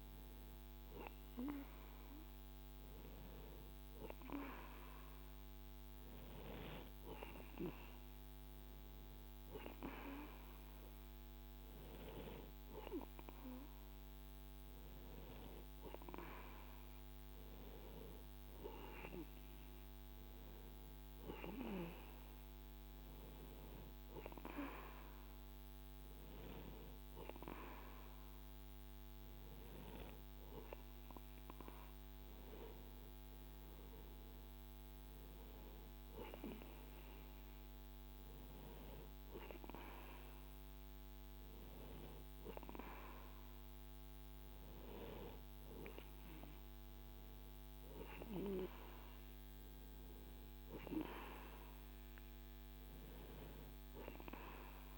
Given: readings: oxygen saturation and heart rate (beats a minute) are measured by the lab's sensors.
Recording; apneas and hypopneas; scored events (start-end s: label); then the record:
breathing in sleep by a microphone on the trachea; none
none scored
From the record:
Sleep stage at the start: N2 (light sleep); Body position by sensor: on the right side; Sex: male